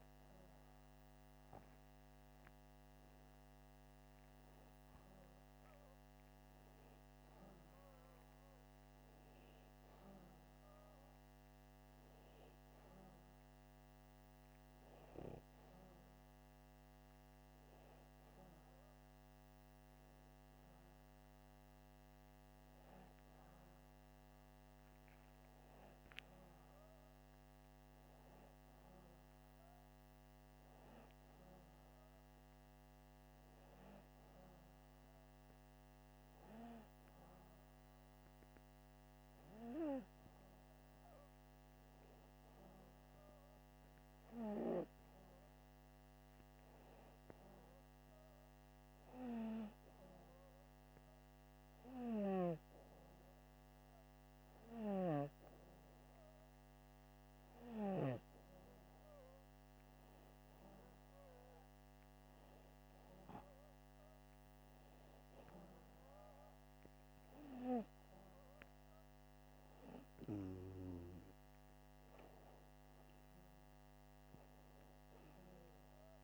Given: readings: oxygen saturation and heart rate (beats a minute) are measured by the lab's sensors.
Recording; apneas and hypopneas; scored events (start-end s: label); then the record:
breathing in sleep by a microphone on the trachea; none
27.00-31.00 s: arousal
From the record:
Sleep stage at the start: N2 (light sleep); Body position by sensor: upright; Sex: male